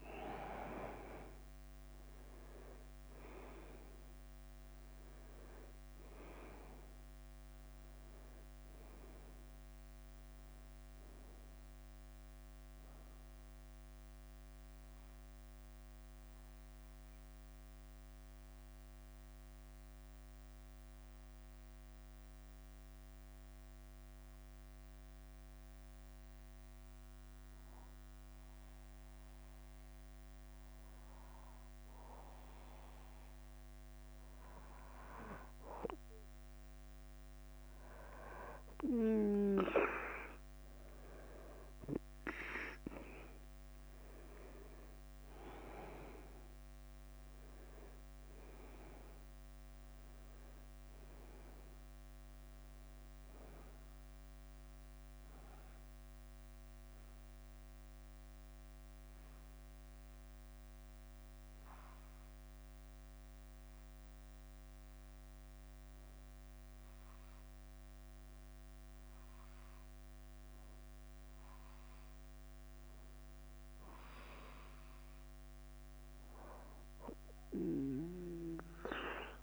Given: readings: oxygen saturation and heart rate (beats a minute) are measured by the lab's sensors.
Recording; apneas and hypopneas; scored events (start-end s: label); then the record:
breathing in sleep by a microphone on the trachea; 2
0.00-3.50 s: arousal
0.00-79.43 s: bradycardia (device-marked, heart rate 44 extreme)
2.00-30.00 s: oxygen desaturation (device-marked, oxygen 99% before, 94% lowest, heart rate 52 before, 50 extreme)
15.50-35.50 s: obstructive apnea (oxygen 99% before, 92% lowest, heart rate 55 before, 50 extreme, up 5 after)
41.00-71.00 s: oxygen desaturation (device-marked, oxygen 99% before, 92% lowest, heart rate 52 before, 51 extreme)
42.00-46.50 s: arousal
58.50-72.50 s: obstructive apnea (oxygen 99% before, 92% lowest, heart rate 54 before, 51 extreme, up 0 after)
74.50-77.50 s: arousal
From the record:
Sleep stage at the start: N2 (light sleep); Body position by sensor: on the back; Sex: male